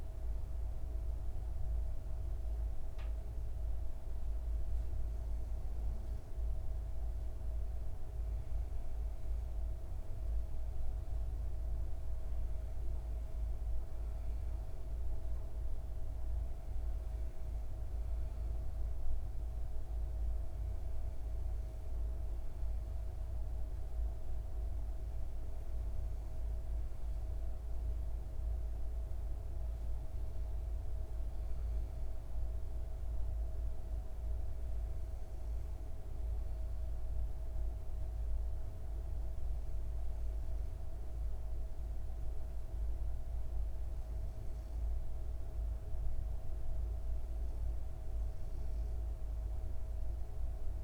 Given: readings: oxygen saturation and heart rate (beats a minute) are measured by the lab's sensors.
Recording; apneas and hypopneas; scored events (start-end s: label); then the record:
breathing in sleep, hard to hear, by a room microphone; none
none scored
From the record:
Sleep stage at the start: N2 (light sleep); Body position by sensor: on the back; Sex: female